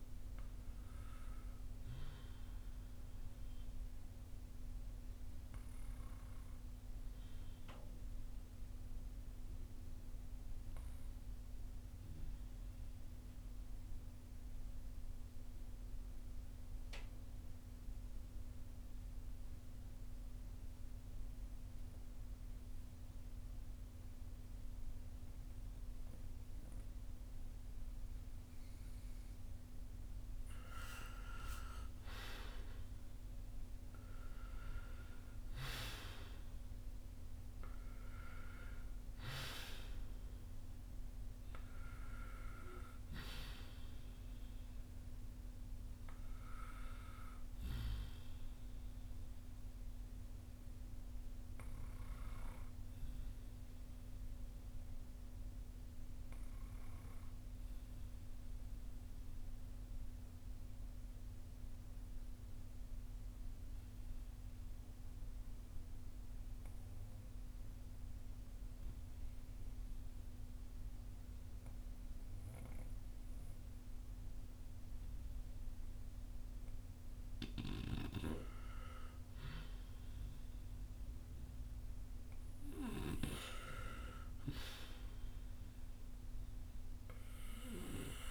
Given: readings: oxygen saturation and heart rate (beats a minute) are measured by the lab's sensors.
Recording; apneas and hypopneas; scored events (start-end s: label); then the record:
breathing in sleep by a room microphone; 2
2.50-30.50 s: obstructive apnea (oxygen 97% before, 88% lowest, heart rate 54 before, 36 extreme, up 21 after)
5.50-15.50 s: oxygen desaturation (device-marked, oxygen 96% before, 92% lowest, heart rate 53 before, 36 extreme)
31.50-35.50 s: arousal
31.50-64.50 s: oxygen desaturation (device-marked, oxygen 97% before, 88% lowest, heart rate 45 before, 44 extreme)
49.50-78.50 s: obstructive apnea (oxygen 97% before, 88% lowest, heart rate 56 before, 42 extreme, up 7 after)
80.00-83.50 s: arousal
82.50-88.31 s: oxygen desaturation (device-marked, oxygen 97% before, 89% lowest, heart rate 50 before, 36 extreme)
From the record:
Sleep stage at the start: N2 (light sleep); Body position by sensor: on the front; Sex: male